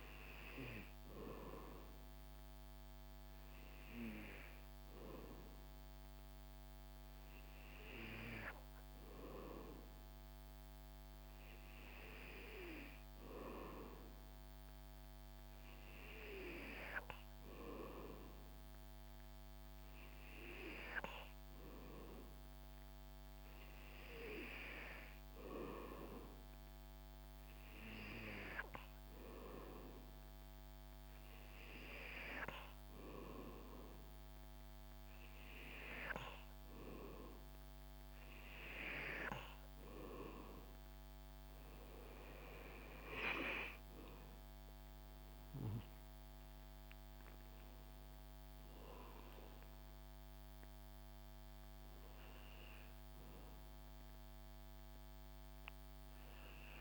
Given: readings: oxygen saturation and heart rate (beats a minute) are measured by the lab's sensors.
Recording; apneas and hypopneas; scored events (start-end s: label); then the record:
breathing in sleep by a microphone on the trachea; none
none scored
From the record:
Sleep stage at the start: N2 (light sleep); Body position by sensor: on the back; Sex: male